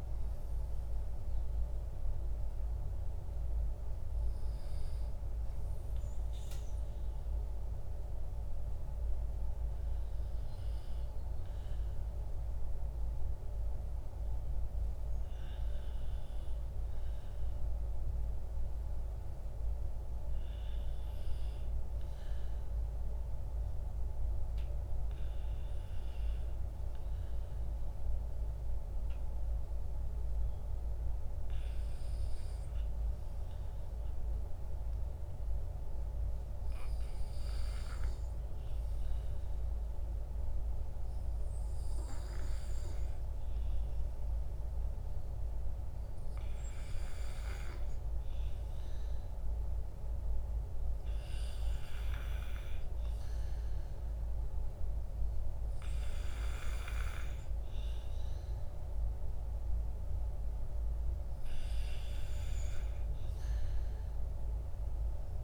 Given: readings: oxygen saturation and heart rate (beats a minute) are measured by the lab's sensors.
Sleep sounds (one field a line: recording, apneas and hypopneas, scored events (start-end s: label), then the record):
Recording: breathing in sleep, hard to hear, by a room microphone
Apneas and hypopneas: none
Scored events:
none scored
From the record:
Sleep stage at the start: N2 (light sleep)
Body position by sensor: on the back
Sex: male